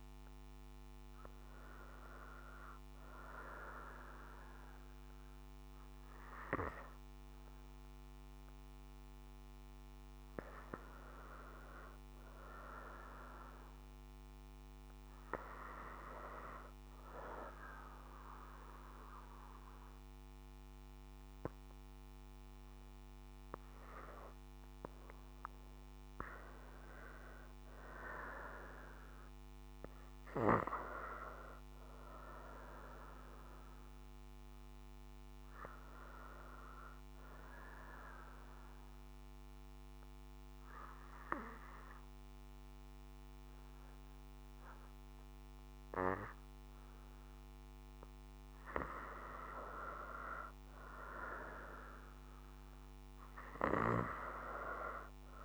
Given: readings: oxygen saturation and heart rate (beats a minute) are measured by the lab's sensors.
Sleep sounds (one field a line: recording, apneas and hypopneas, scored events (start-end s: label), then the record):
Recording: breathing in sleep by a microphone on the trachea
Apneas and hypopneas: 1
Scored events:
0.00-6.00 s: oxygen desaturation (device-marked, oxygen 87% lowest, heart rate 59 extreme)
24.00-30.00 s: oxygen desaturation (device-marked, oxygen 91% before, 88% lowest, heart rate 59 before, 58 extreme)
30.00-35.00 s: arousal
38.00-53.00 s: oxygen desaturation (device-marked, oxygen 89% before, 86% lowest, heart rate 60 before, 58 extreme)
39.00-49.50 s: obstructive apnea (oxygen 92% before, 84% lowest, heart rate 60 before, 58 extreme, up 3 after)
53.00-55.45 s: arousal
From the record:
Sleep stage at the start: N2 (light sleep)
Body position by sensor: on the right side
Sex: female